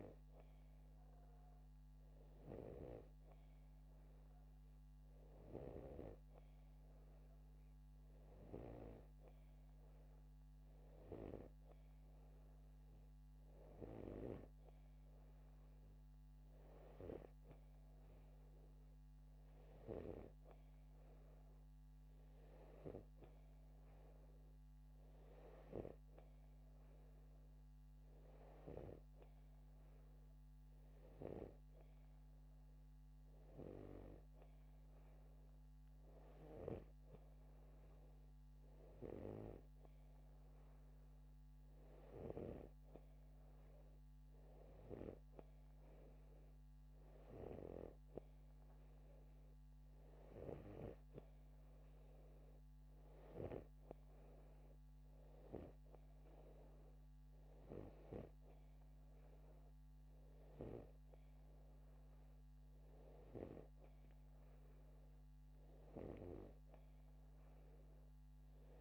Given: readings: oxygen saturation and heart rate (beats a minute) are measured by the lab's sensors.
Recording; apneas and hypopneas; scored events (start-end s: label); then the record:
breathing in sleep by a microphone on the trachea; none
none scored
From the record:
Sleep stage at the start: N2 (light sleep); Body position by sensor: upright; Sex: male